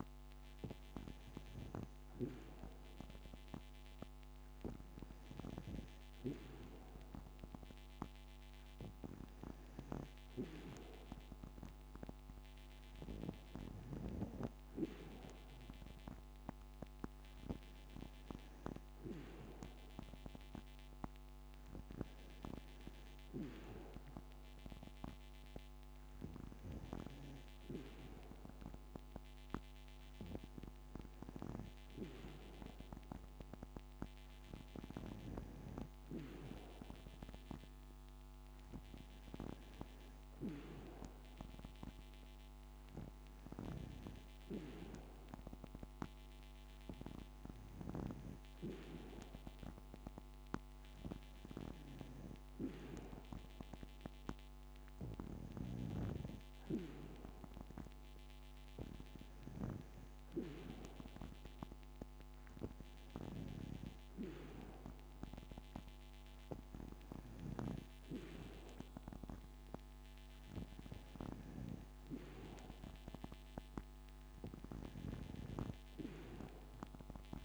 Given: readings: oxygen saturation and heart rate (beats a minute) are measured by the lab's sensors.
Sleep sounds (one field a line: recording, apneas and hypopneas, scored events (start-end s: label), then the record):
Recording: breathing in sleep by a microphone on the trachea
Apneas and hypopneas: none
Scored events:
none scored
From the record:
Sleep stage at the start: N2 (light sleep)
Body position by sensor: on the back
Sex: female